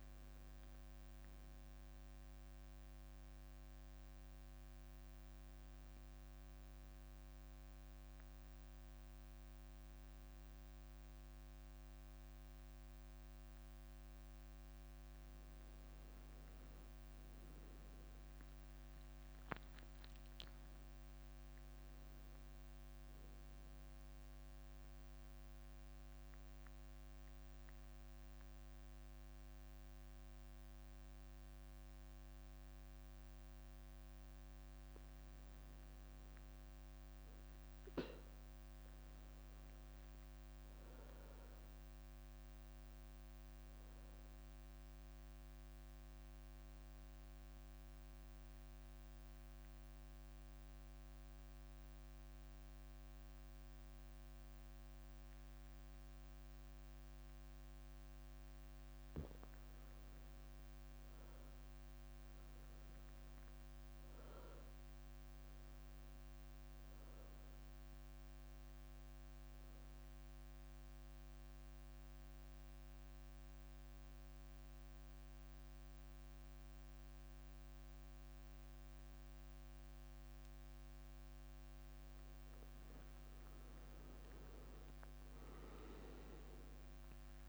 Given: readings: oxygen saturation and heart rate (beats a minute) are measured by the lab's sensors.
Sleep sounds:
a person partly awake in a sleep study, hard to hear, by a microphone on the trachea; 3
0.00-3.50 s: oxygen desaturation (device-marked, oxygen 92% lowest, heart rate 66 extreme)
4.00-8.00 s: leg movement (device-marked)
13.50-87.49 s: new sleep stage, N1 (lightest sleep)
14.00-15.50 s: leg movement (device-marked)
16.00-17.50 s: leg movement (device-marked)
20.00-25.00 s: leg movement (device-marked)
23.00-35.00 s: central apnea (oxygen 99% before, 94% lowest, heart rate 69 before, 57 extreme, up 13 after)
26.50-30.50 s: bradycardia (device-marked, heart rate 70 before, 58 extreme)
35.00-44.50 s: leg movement (device-marked)
37.00-40.00 s: arousal
42.50-57.50 s: mixed apnea (oxygen 99% before, 94% lowest, heart rate 65 before, 57 extreme, up 14 after)
45.50-51.50 s: bradycardia (device-marked, heart rate 70 before, 57 extreme)
60.00-64.00 s: arousal
65.00-73.00 s: leg movement (device-marked)
67.50-80.50 s: oxygen desaturation (device-marked, oxygen 98% before, 94% lowest, heart rate 63 before, 61 extreme)
68.50-81.00 s: obstructive apnea (oxygen 98% before, 94% lowest, heart rate 64 before, 61 extreme, up 13 after)
82.00-87.49 s: leg movement (device-marked)
83.00-87.49 s: arousal
From the record:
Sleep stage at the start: awake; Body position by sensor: on the back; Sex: female

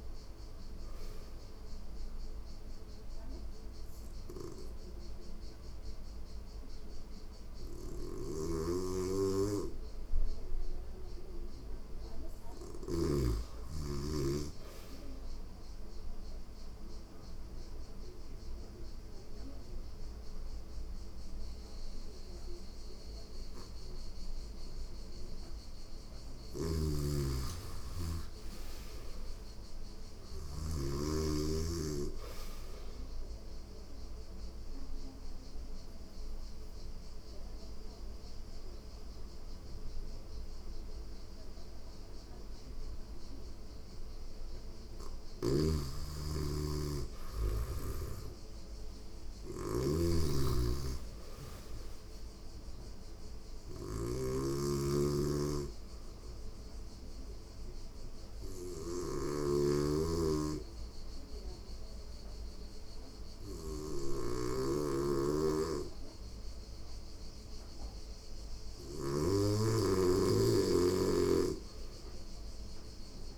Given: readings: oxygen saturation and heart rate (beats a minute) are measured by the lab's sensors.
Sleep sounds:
breathing in sleep by a room microphone; 3
7.50-12.50 s: snoring (device-marked)
9.00-21.00 s: oxygen desaturation (device-marked, oxygen 96% before, 91% lowest, heart rate 90 before, 88 extreme)
15.00-25.00 s: obstructive apnea (oxygen 96% before, 90% lowest, heart rate 90 before, 87 extreme, up 3 after)
25.50-30.00 s: snoring (device-marked)
26.00-33.00 s: oxygen desaturation (device-marked, oxygen 95% before, 92% lowest, heart rate 89 before, 87 extreme)
26.50-30.00 s: arousal
33.50-45.00 s: obstructive apnea (oxygen 95% before, 89% lowest, heart rate 89 before, 87 extreme, up 2 after)
47.50-52.00 s: arousal
49.50-68.50 s: snoring (device-marked)
56.00-68.50 s: hypopnea (oxygen 95% before, 89% lowest, heart rate 89 before, 87 extreme, up 2 after)
62.00-70.00 s: oxygen desaturation (device-marked, oxygen 95% before, 90% lowest, heart rate 89 before, 87 extreme)
From the record:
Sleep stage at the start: N2 (light sleep); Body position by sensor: on the back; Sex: female

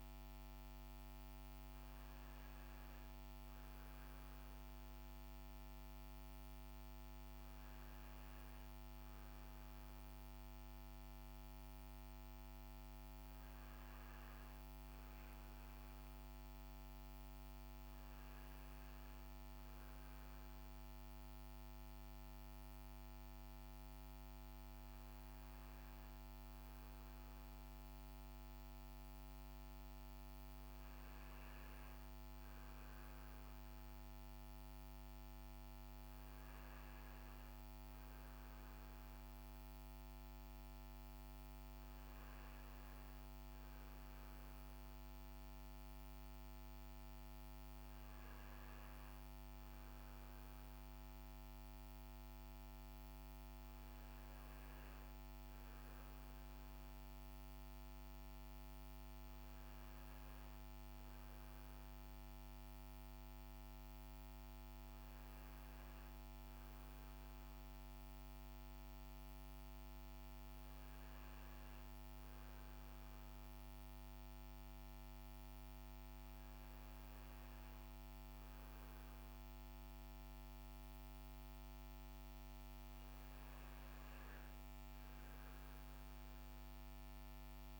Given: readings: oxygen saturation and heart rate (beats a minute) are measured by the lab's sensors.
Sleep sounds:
breathing in sleep, hard to hear, by a microphone on the trachea; none
none scored
From the record:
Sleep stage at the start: REM sleep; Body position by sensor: on the front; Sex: male

